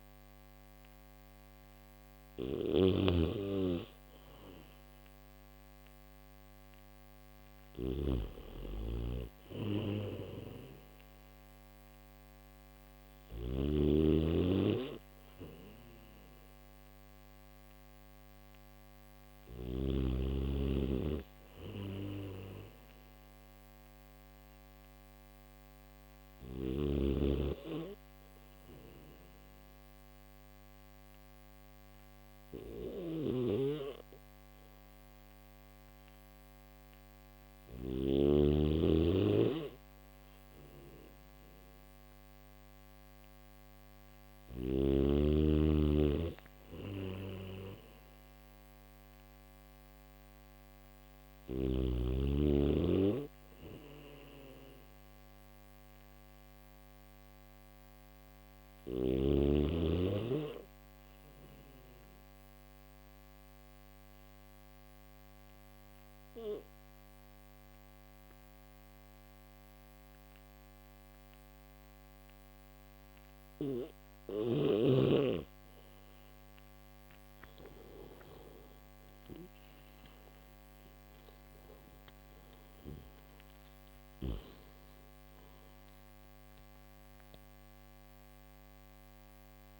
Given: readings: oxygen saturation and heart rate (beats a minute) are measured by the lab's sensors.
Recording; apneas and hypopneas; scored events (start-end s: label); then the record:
breathing in sleep by a microphone on the trachea; none
2.00-19.00 s: snoring (device-marked)
32.50-37.50 s: snoring (device-marked)
From the record:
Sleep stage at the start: N3 (deep sleep); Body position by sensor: on the back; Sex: male